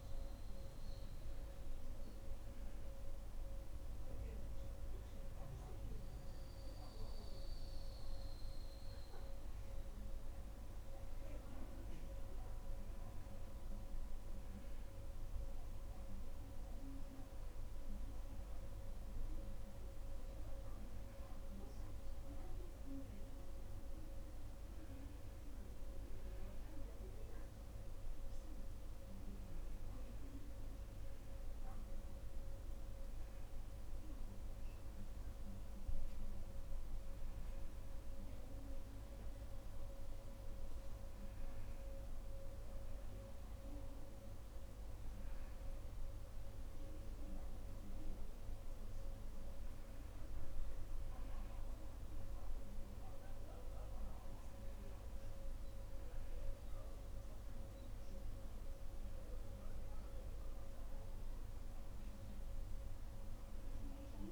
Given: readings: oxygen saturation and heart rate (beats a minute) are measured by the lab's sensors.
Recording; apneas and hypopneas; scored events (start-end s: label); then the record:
breathing in sleep, hard to hear, by a room microphone; none
2.00-64.32 s: new sleep stage, N2 (light sleep)
From the record:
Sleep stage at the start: N1 (lightest sleep); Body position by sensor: on the right side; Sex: female